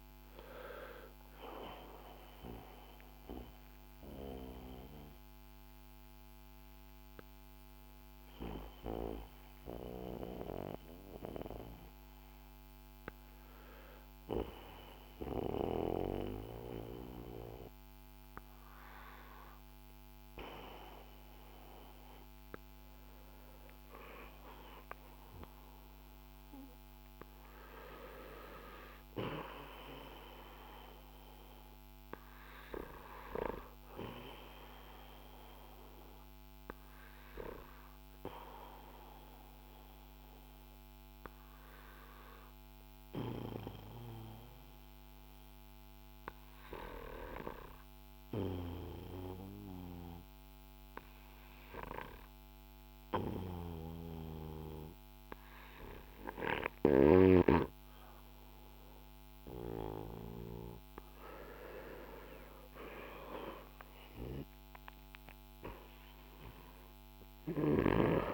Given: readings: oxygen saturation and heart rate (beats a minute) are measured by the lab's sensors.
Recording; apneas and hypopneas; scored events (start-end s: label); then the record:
breathing in sleep by a microphone on the trachea; 2
6.00-22.50 s: obstructive apnea (oxygen 94% before, 93% lowest, heart rate 84 before, 52 extreme, up 4 after)
24.50-28.50 s: arousal
34.00-57.50 s: obstructive apnea (oxygen 97% before, 91% lowest, heart rate 54 before, 52 extreme, up 7 after)
59.50-64.50 s: arousal
From the record:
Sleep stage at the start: N2 (light sleep); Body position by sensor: on the back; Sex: male